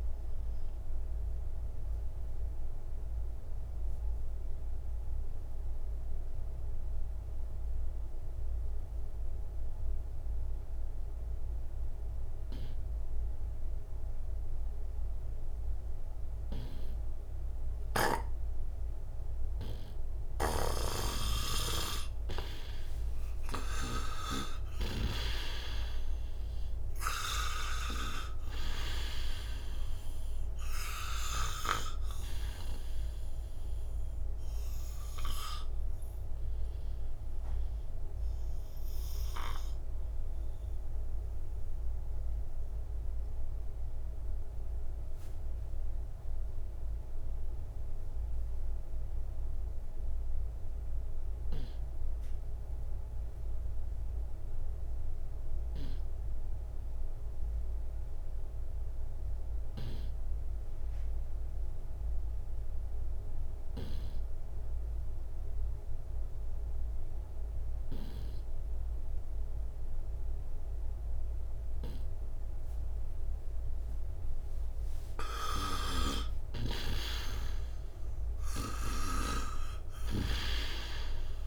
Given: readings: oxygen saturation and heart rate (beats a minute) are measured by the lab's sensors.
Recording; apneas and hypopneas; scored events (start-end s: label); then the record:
breathing in sleep by a room microphone; 2
0.00-16.00 s: oxygen desaturation (device-marked, oxygen 89% lowest, heart rate 63 extreme)
1.50-19.00 s: obstructive apnea (oxygen 93% before, 83% lowest, heart rate 83 before, 62 extreme, up 14 after)
20.00-24.00 s: snoring (device-marked)
21.00-24.50 s: arousal
24.00-54.00 s: oxygen desaturation (device-marked, oxygen 95% before, 83% lowest, heart rate 76 before, 56 extreme)
37.00-74.00 s: obstructive apnea (oxygen 95% before, 79% lowest, heart rate 75 before, 56 extreme, up 12 after)
67.00-81.46 s: oxygen desaturation (device-marked, oxygen 98% before, 79% lowest, heart rate 58 before, 56 extreme)
75.50-80.50 s: snoring (device-marked)
76.00-79.00 s: arousal
From the record:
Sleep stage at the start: N2 (light sleep); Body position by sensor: on the right side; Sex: male